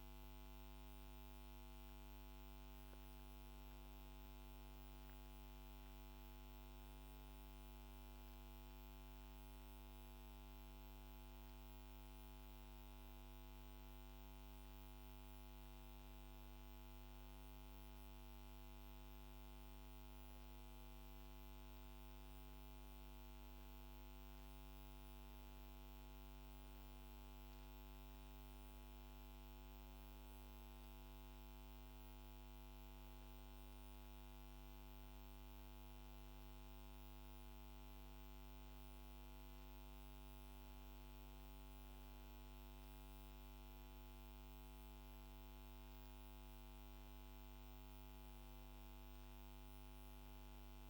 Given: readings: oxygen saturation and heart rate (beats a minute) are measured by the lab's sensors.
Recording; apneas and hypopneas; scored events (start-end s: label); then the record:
breathing in sleep, hard to hear, by a microphone on the trachea; none
none scored
From the record:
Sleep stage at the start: N2 (light sleep); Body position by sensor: on the back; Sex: female